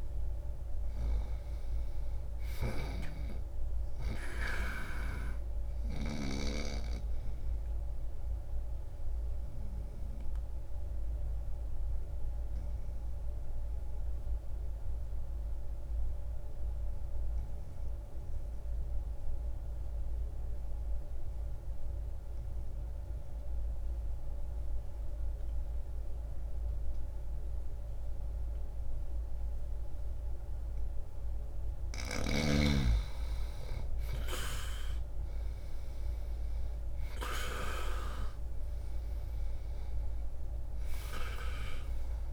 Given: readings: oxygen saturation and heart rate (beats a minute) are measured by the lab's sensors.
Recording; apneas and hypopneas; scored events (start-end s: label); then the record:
breathing in sleep by a room microphone; 1
0.00-3.00 s: snoring (device-marked)
0.00-25.50 s: oxygen desaturation (device-marked, oxygen 85% lowest, heart rate 59 extreme)
8.50-32.00 s: obstructive apnea (oxygen 99% before, 85% lowest, heart rate 61 before, 59 extreme, up 3 after)
33.00-37.50 s: arousal
34.50-42.33 s: oxygen desaturation (device-marked, oxygen 97% before, 90% lowest, heart rate 61 before, 60 extreme)
From the record:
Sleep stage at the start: N2 (light sleep); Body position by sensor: on the back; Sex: male